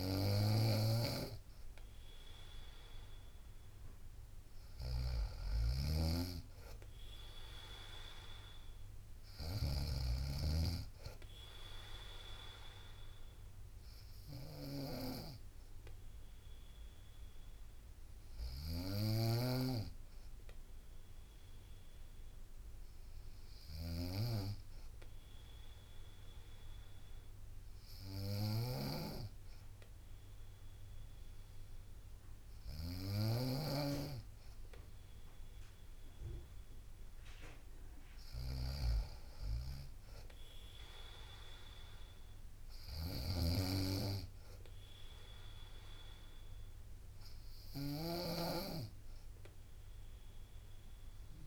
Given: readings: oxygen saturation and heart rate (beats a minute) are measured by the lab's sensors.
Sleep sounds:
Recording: breathing in sleep by a room microphone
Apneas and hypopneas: 1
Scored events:
0.00-51.47 s: snoring (device-marked)
15.00-34.50 s: obstructive apnea (oxygen 95% before, 92% lowest, heart rate 63 before, 60 extreme, up 1 after)
26.00-51.47 s: new sleep stage, N2 (light sleep)
37.50-40.00 s: arousal
From the record:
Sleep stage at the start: N3 (deep sleep)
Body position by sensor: on the right side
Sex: female

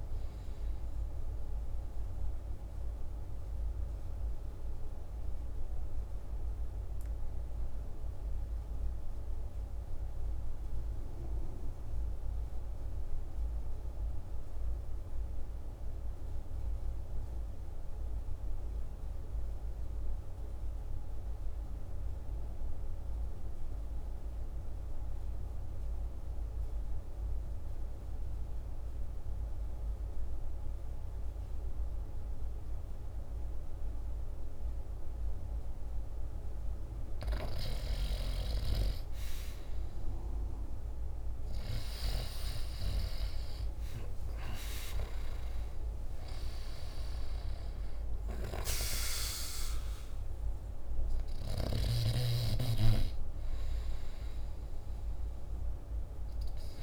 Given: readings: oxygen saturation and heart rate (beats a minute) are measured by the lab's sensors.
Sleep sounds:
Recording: breathing in sleep by a room microphone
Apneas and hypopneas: 1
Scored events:
0.00-10.50 s: oxygen desaturation (device-marked, oxygen 79% lowest, heart rate 52 extreme)
2.00-36.50 s: obstructive apnea (oxygen 96% before, 74% lowest, heart rate 61 before, 52 extreme, up 14 after)
21.50-56.83 s: oxygen desaturation (device-marked, oxygen 98% before, 74% lowest, heart rate 52 before, 50 extreme)
38.50-42.50 s: arousal
From the record:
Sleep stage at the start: REM sleep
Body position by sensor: on the back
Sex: male

